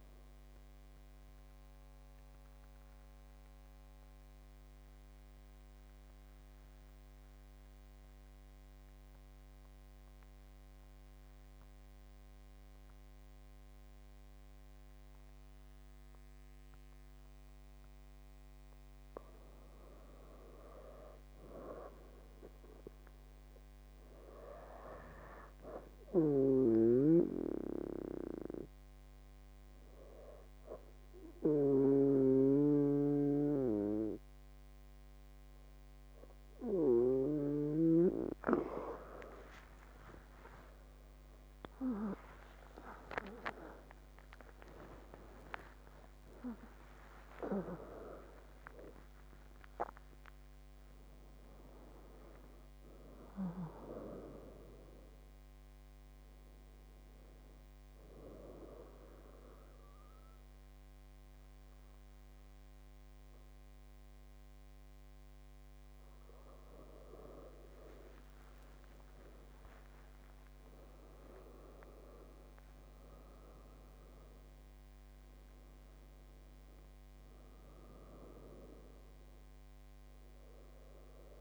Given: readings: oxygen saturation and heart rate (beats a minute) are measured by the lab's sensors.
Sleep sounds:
breathing in sleep by a microphone on the trachea; 2
3.00-19.00 s: mixed apnea (oxygen 98% before, 96% lowest)
20.50-23.00 s: arousal
45.00-50.00 s: arousal
46.50-53.50 s: oxygen desaturation (device-marked, oxygen 100% before, 97% lowest)
58.50-68.50 s: obstructive apnea (oxygen 100% before, 97% lowest)
69.50-75.00 s: arousal
From the record:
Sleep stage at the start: N2 (light sleep); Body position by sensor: on the back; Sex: female

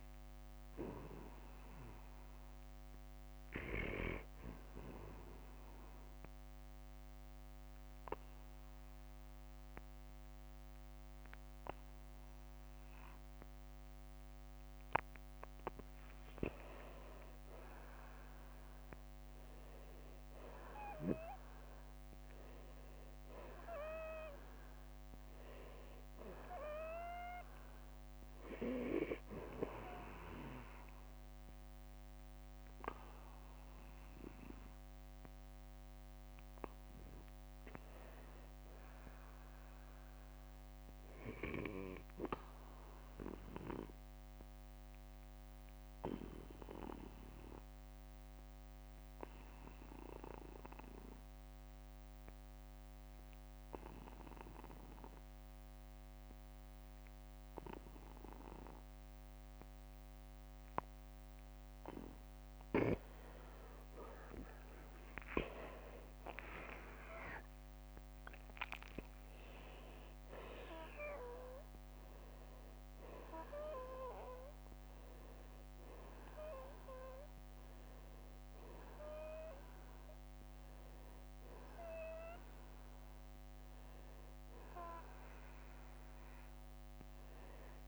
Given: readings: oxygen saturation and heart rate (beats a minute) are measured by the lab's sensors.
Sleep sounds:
breathing in sleep by a microphone on the trachea; 2
4.50-16.50 s: obstructive apnea (oxygen 97% before, 87% lowest, heart rate 55 before, 47 extreme, up 18 after)
10.50-22.50 s: oxygen desaturation (device-marked, oxygen 95% before, 92% lowest, heart rate 54 before, 49 extreme)
12.00-14.00 s: long interval between heartbeats (device-marked, heart rate 54 before, 50 extreme)
18.00-23.50 s: arousal
38.50-57.50 s: oxygen desaturation (device-marked, oxygen 93% before, 87% lowest, heart rate 60 before, 50 extreme)
42.00-61.50 s: obstructive apnea (oxygen 94% before, 86% lowest, heart rate 60 before, 50 extreme, up 7 after)
50.00-52.00 s: long interval between heartbeats (device-marked, heart rate 58 before, 59 extreme)
63.00-68.00 s: arousal
69.50-71.50 s: long interval between heartbeats (device-marked, heart rate 55 before, 56 extreme)
69.50-87.88 s: new sleep stage, N1 (lightest sleep)
86.50-87.88 s: arousal
From the record:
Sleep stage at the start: N2 (light sleep); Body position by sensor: on the back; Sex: male

